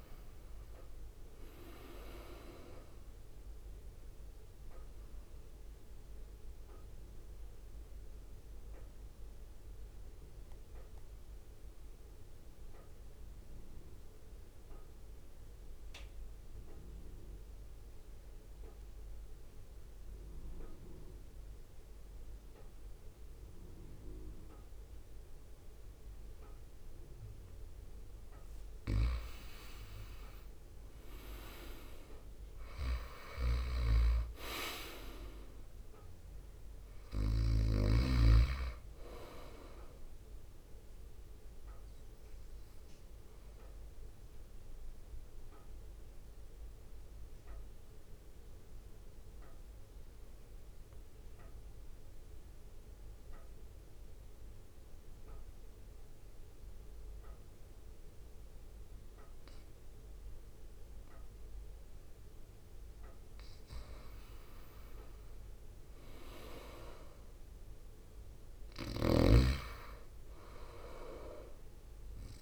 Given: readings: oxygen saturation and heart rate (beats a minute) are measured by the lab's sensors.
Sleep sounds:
breathing in sleep by a room microphone; 2
0.00-7.50 s: drop in pulse transit time (device-marked, heart rate 58 extreme)
4.00-28.00 s: mixed apnea (oxygen 97% before, 92% lowest, heart rate 62 before, 50 extreme, up 3 after)
30.50-41.50 s: drop in pulse transit time (device-marked, heart rate 60 before, 50 extreme)
31.50-34.50 s: arousal
33.50-45.50 s: oxygen desaturation (device-marked, oxygen 98% before, 93% lowest, heart rate 61 before, 51 extreme)
42.50-62.50 s: central apnea (oxygen 98% before, 92% lowest, heart rate 57 before, 55 extreme, up 3 after)
47.50-59.50 s: oxygen desaturation (device-marked, oxygen 97% before, 92% lowest, heart rate 56 before, 55 extreme)
66.00-70.00 s: arousal
67.50-72.42 s: drop in pulse transit time (device-marked, heart rate 59 before, 55 extreme)
69.00-72.42 s: snoring (device-marked)
From the record:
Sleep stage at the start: N2 (light sleep); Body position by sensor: on the right side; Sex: male

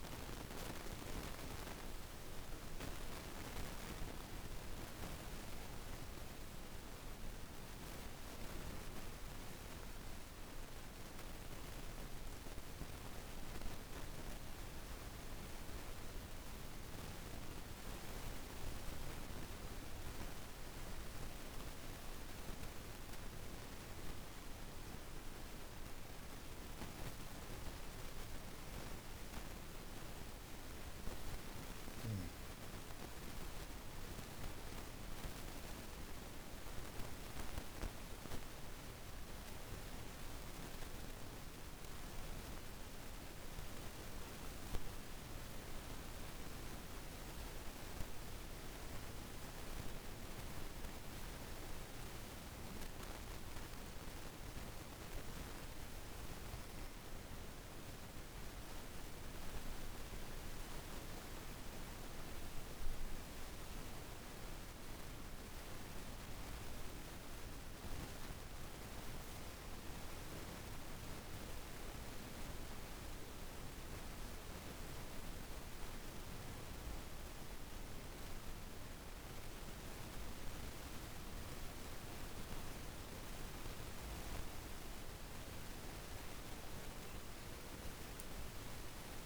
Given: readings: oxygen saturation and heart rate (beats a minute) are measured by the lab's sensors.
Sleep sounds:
breathing in sleep, hard to hear, by a room microphone; 1
21.00-44.00 s: oxygen desaturation (device-marked, oxygen 97% before, 91% lowest, heart rate 50 before, 31 extreme)
46.00-57.50 s: obstructive apnea (oxygen 96% before, 91% lowest, heart rate 50 before, 31 extreme, up 1 after)
60.00-64.50 s: arousal
65.00-79.00 s: oxygen desaturation (device-marked, oxygen 96% before, 91% lowest, heart rate 52 before, 34 extreme)
83.00-88.50 s: arousal
From the record:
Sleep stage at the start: N1 (lightest sleep); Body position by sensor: on the back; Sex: female

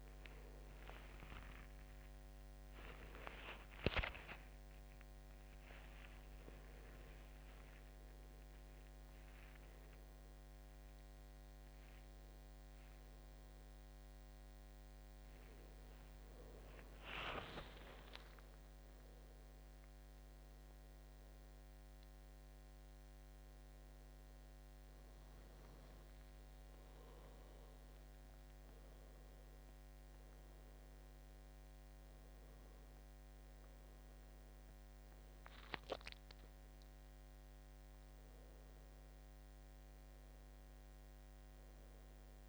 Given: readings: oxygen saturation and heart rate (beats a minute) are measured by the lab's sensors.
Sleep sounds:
a person awake in a sleep study, by a microphone on the trachea; none
none scored
From the record:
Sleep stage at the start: awake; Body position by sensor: on the back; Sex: male

